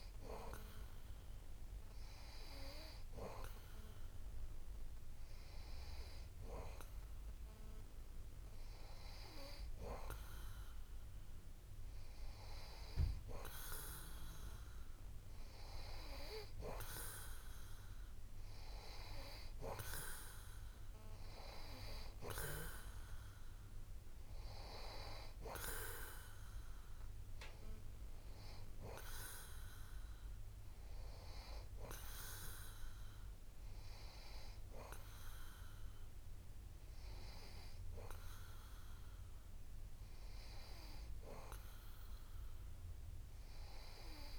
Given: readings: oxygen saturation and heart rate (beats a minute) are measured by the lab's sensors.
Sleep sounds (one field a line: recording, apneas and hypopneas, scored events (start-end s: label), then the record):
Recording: breathing in sleep by a room microphone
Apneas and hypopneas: none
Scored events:
none scored
From the record:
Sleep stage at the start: N2 (light sleep)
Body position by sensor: on the back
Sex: male